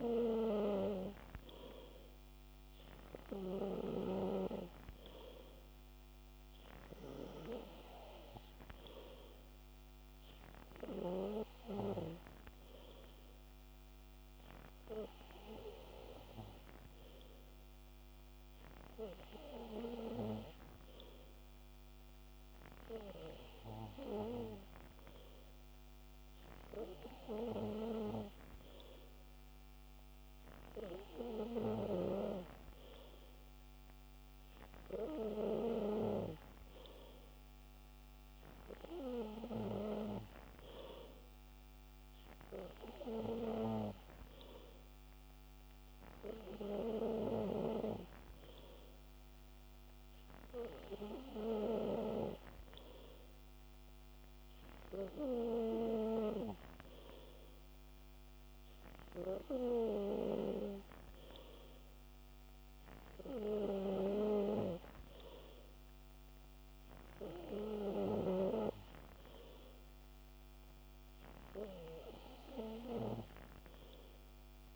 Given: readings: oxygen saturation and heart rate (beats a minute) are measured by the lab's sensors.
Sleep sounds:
breathing in sleep by a microphone on the trachea; none
none scored
From the record:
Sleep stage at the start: N3 (deep sleep); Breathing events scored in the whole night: 72 in 3.9 hours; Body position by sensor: on the back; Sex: male

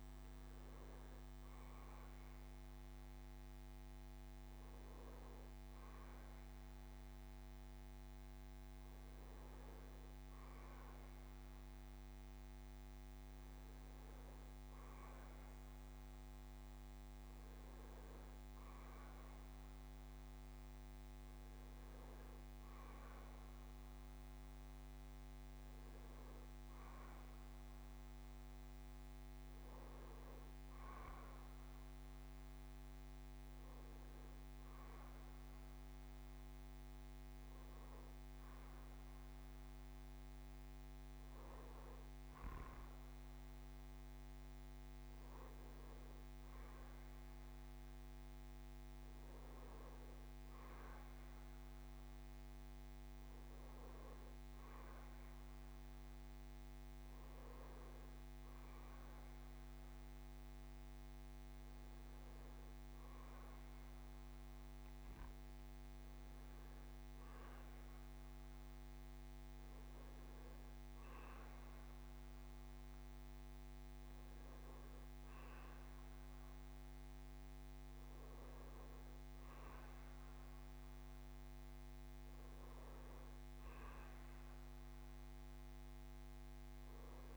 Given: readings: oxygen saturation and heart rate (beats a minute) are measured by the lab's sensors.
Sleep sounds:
breathing in sleep, hard to hear, by a microphone on the trachea; none
0.00-13.00 s: oxygen desaturation (device-marked, oxygen 91% lowest, heart rate 76 extreme)
From the record:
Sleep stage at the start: N2 (light sleep); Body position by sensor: on the back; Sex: male

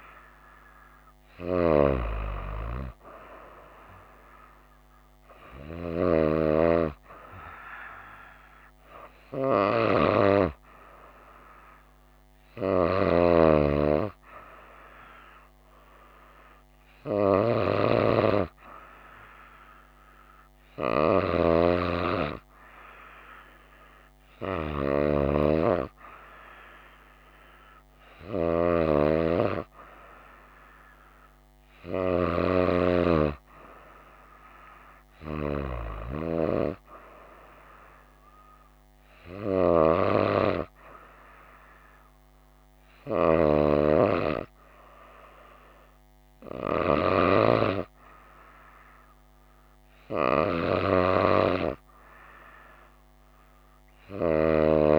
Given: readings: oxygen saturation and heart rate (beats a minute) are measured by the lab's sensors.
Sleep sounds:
breathing in sleep by a microphone on the trachea; none
none scored
From the record:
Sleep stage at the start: N2 (light sleep); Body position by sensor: on the right side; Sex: female

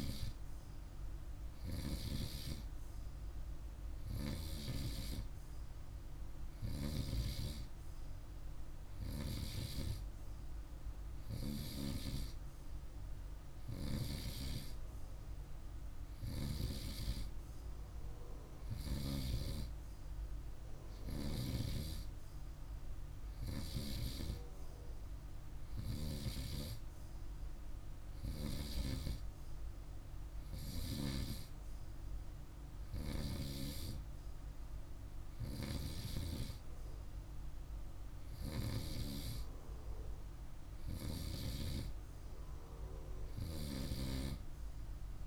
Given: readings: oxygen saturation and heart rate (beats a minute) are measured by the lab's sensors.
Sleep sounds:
breathing in sleep by a room microphone; none
none scored
From the record:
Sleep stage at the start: N2 (light sleep); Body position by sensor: on the right side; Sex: male

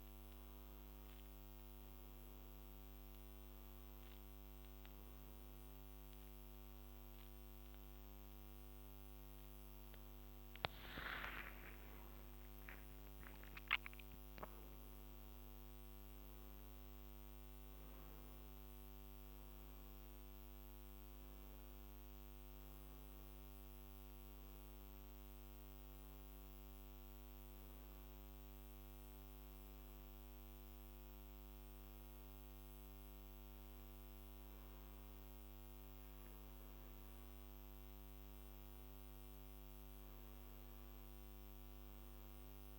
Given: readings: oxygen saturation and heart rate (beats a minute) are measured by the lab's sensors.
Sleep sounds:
breathing in sleep, hard to hear, by a microphone on the trachea; none
11.00-17.00 s: arousal
37.50-41.00 s: arousal
From the record:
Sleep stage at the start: N2 (light sleep); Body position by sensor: on the back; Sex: male

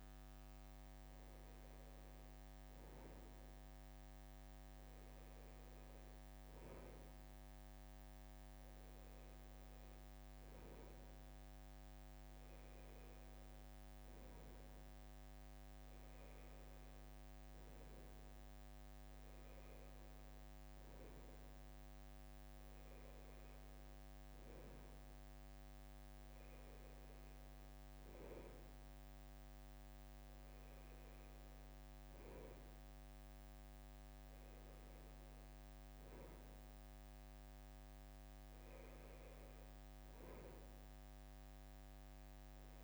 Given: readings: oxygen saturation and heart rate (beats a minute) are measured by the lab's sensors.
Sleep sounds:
a person awake in a sleep study, hard to hear, by a microphone on the trachea; none
none scored
From the record:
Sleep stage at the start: awake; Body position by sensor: on the right side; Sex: male

